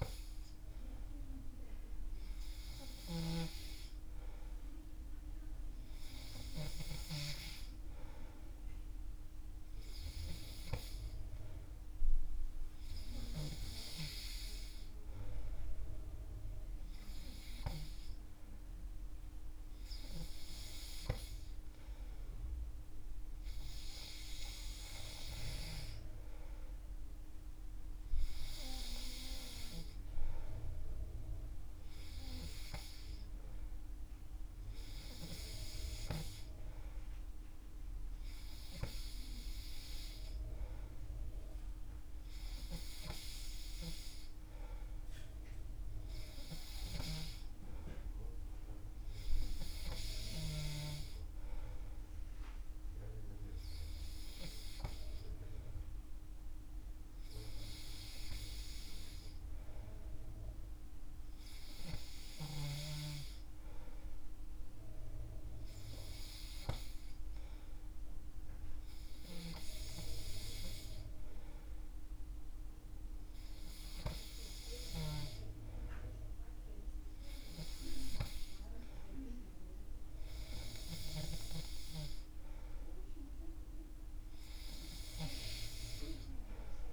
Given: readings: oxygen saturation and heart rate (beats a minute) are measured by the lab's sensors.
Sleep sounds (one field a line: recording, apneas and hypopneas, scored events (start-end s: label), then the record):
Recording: breathing in sleep by a room microphone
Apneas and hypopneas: none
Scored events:
none scored
From the record:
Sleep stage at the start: N3 (deep sleep)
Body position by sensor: on the back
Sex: male